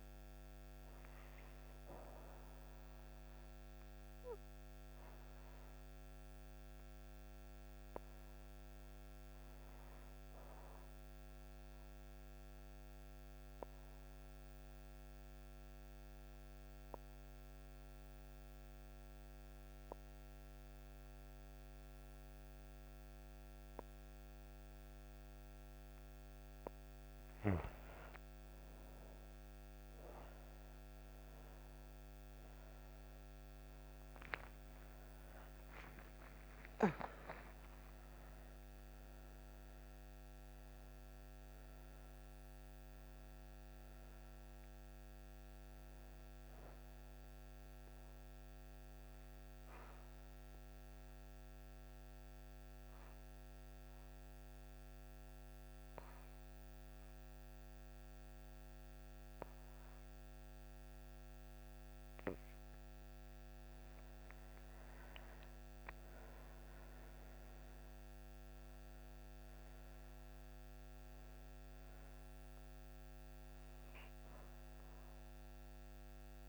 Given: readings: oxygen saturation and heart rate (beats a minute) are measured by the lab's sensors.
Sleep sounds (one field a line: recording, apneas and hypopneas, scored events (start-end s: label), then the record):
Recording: breathing in sleep, hard to hear, by a microphone on the trachea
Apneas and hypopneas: 2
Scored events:
0.00-20.50 s: oxygen desaturation (device-marked, oxygen 85% lowest)
11.50-26.50 s: obstructive apnea (oxygen 96% before, 85% lowest)
31.50-61.50 s: oxygen desaturation (device-marked, oxygen 98% before, 86% lowest)
33.00-38.50 s: arousal
48.50-62.00 s: obstructive apnea (oxygen 98% before, 86% lowest)
64.00-68.50 s: arousal
From the record:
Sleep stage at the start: N2 (light sleep)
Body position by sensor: on the back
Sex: female